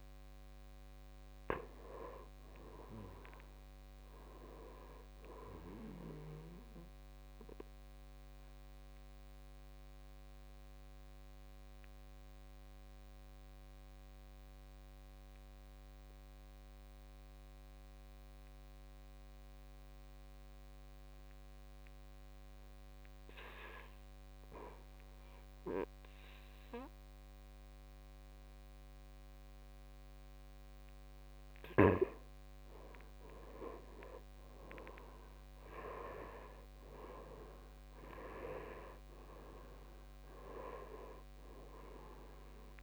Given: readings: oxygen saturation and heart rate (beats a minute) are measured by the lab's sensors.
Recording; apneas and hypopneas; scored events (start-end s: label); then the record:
breathing in sleep by a microphone on the trachea; 1
0.00-7.50 s: oxygen desaturation (device-marked, oxygen 89% lowest, heart rate 53 extreme)
6.50-30.00 s: obstructive apnea (oxygen 95% before, 85% lowest, heart rate 63 before, 53 extreme, up 9 after)
28.50-42.83 s: oxygen desaturation (device-marked, oxygen 96% before, 85% lowest, heart rate 57 before, 55 extreme)
34.00-38.50 s: arousal
From the record:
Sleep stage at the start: N2 (light sleep); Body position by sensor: on the back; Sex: male